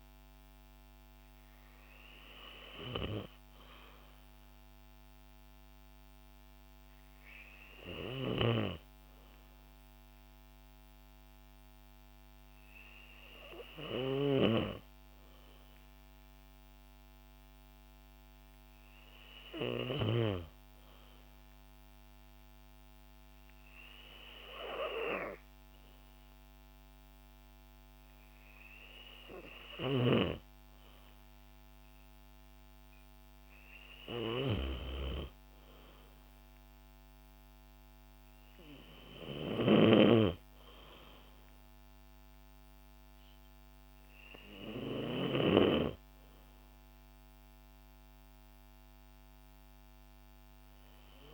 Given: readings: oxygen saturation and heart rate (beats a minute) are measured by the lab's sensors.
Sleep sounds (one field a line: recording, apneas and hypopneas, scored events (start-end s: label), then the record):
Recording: breathing in sleep by a microphone on the trachea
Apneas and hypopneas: none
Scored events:
0.50-6.50 s: oxygen desaturation (device-marked, oxygen 97% before, 92% lowest, heart rate 57 before, 58 extreme)
29.50-40.00 s: snoring (device-marked)
From the record:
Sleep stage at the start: N2 (light sleep)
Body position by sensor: on the back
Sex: female